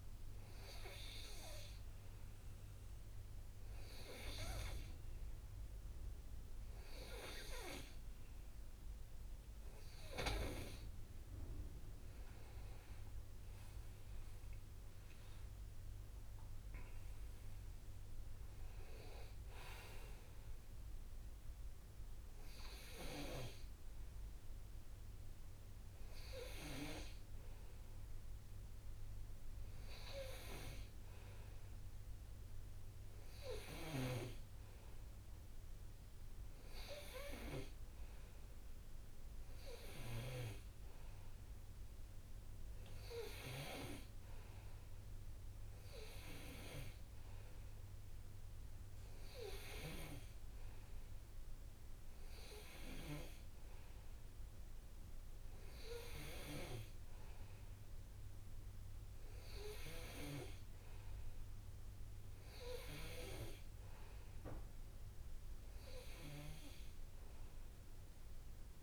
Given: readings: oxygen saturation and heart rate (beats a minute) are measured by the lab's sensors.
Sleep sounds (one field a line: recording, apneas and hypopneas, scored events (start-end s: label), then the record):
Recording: breathing in sleep by a room microphone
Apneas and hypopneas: none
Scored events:
15.50-19.00 s: arousal
From the record:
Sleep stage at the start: N2 (light sleep)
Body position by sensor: on the right side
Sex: male